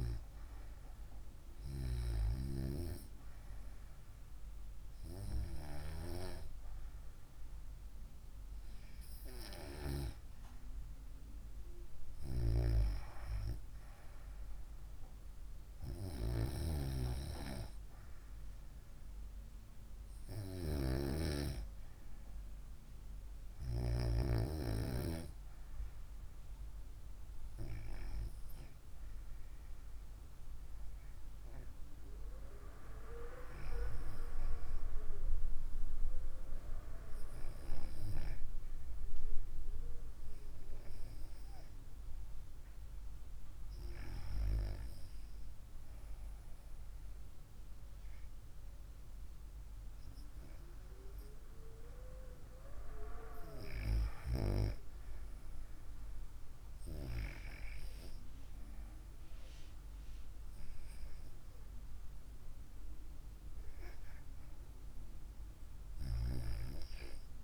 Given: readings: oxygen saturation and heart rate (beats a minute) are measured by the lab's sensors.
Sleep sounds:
breathing in sleep by a room microphone; none
48.50-67.44 s: new sleep stage, REM sleep
From the record:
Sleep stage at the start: N2 (light sleep); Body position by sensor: on the right side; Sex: female

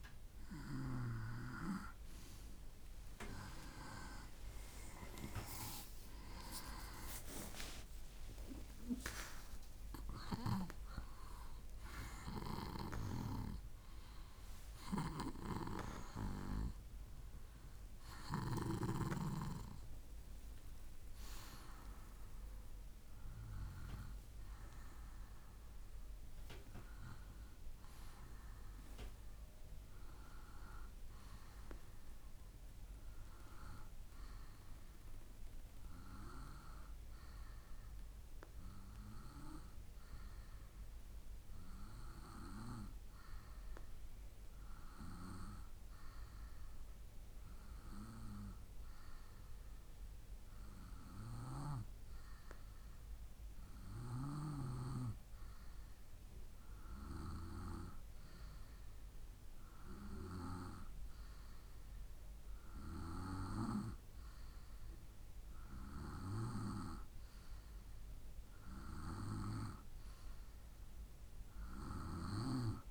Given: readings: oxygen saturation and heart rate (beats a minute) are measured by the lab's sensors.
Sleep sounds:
breathing in sleep by a room microphone; none
2.00-6.00 s: arousal
From the record:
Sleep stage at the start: N2 (light sleep); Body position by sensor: on the right side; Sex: male

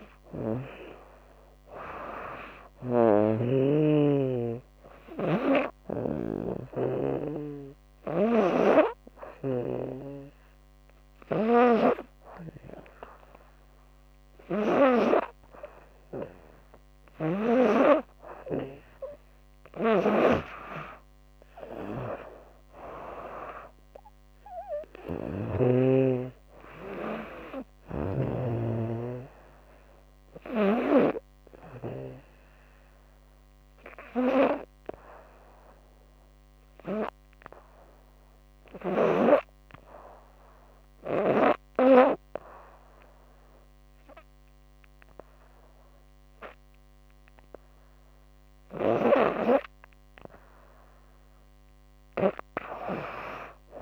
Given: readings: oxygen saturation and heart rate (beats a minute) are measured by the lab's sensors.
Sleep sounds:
breathing in sleep by a microphone on the trachea; 2
0.00-15.50 s: oxygen desaturation (device-marked, oxygen 96% lowest, heart rate 84 extreme)
2.00-14.00 s: snoring (device-marked)
5.50-18.00 s: hypopnea (oxygen 99% before, 93% lowest, heart rate 84 before, 81 extreme, up 5 after)
16.00-25.00 s: snoring (device-marked)
26.00-29.50 s: arousal
33.00-48.50 s: hypopnea (oxygen 98% before, 93% lowest, heart rate 88 before, 72 extreme, up 5 after)
51.50-53.82 s: arousal
From the record:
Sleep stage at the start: N2 (light sleep); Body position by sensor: on the back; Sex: female

